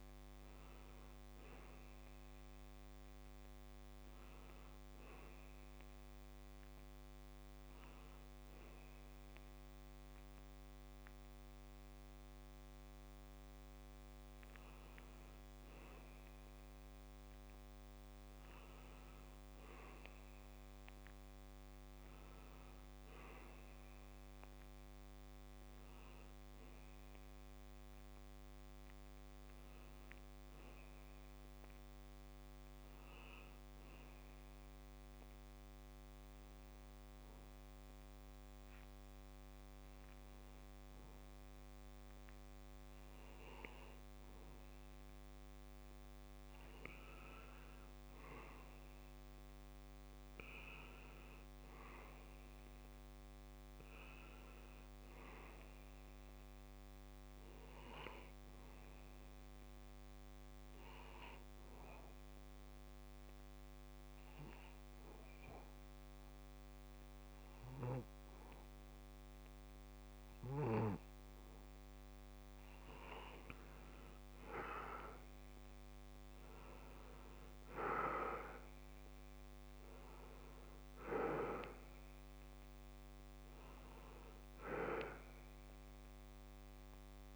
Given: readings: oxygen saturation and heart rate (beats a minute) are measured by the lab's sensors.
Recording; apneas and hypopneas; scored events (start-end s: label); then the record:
breathing in sleep by a microphone on the trachea; 3
6.00-17.00 s: hypopnea (oxygen 96% before, 89% lowest)
19.50-23.00 s: arousal
35.00-45.00 s: hypopnea (oxygen 95% before, 86% lowest)
47.00-51.00 s: arousal
47.00-71.00 s: oxygen desaturation (device-marked, oxygen 94% before, 89% lowest)
61.50-72.50 s: obstructive apnea (oxygen 94% before, 86% lowest)
75.00-79.00 s: arousal
78.00-87.36 s: oxygen desaturation (device-marked, oxygen 94% before, 86% lowest)
From the record:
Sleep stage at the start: N2 (light sleep); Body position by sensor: on the back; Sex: male